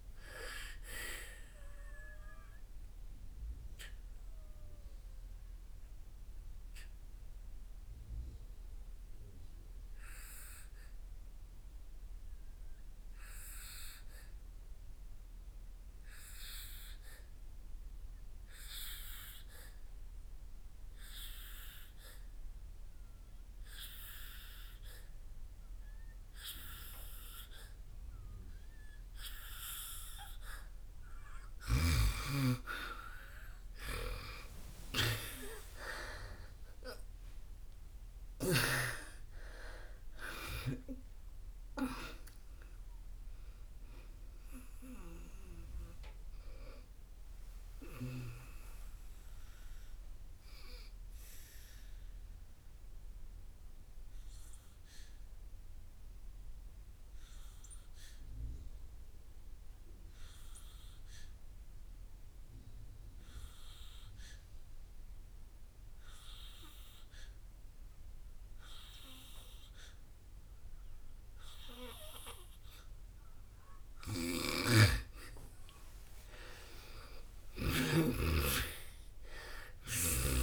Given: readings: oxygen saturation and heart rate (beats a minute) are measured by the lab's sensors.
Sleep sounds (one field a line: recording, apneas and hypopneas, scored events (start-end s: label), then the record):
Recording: breathing in sleep by a room microphone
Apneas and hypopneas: 2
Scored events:
0.00-24.50 s: oxygen desaturation (device-marked, oxygen 83% lowest, heart rate 57 extreme)
2.50-31.00 s: obstructive apnea (oxygen 97% before, 83% lowest, heart rate 65 before, 57 extreme, up 16 after)
28.50-67.50 s: oxygen desaturation (device-marked, oxygen 97% before, 84% lowest, heart rate 60 before, 57 extreme)
32.50-39.50 s: arousal
51.50-75.50 s: obstructive apnea (oxygen 97% before, 84% lowest, heart rate 71 before, 55 extreme, up 12 after)
69.50-80.42 s: oxygen desaturation (device-marked, oxygen 99% before, 86% lowest, heart rate 60 before, 55 extreme)
76.50-80.42 s: arousal
From the record:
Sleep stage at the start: N2 (light sleep)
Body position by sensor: on the back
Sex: female